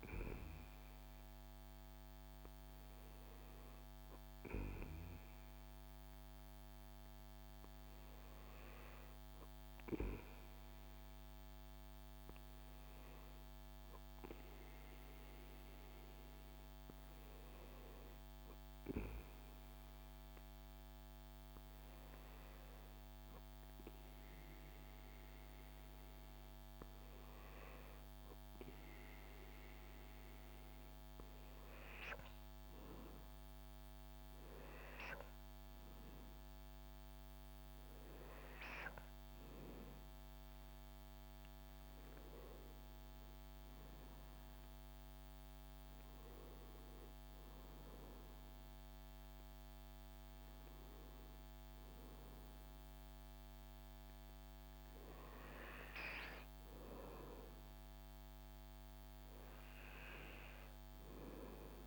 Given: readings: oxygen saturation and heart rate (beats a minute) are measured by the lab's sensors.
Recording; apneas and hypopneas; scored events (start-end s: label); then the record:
breathing in sleep by a microphone on the trachea; none
none scored
From the record:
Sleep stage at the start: N2 (light sleep); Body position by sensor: on the back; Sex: male